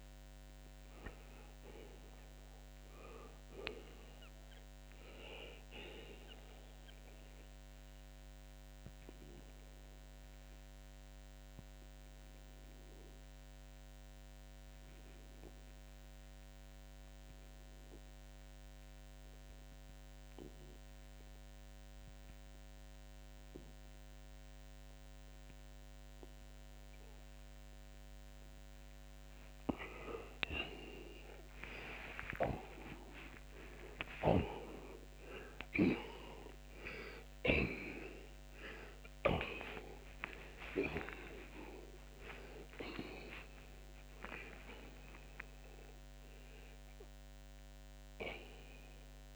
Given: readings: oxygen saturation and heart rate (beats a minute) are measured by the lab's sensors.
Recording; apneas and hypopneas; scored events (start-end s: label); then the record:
breathing in sleep by a microphone on the trachea; 1
8.50-28.00 s: obstructive apnea (oxygen 89% before, 79% lowest, heart rate 82 before, 78 extreme)
20.50-38.50 s: oxygen desaturation (device-marked, oxygen 91% before, 84% lowest)
31.50-35.50 s: arousal
33.50-39.00 s: snoring (device-marked)
From the record:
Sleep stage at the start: N2 (light sleep); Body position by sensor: on the back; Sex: male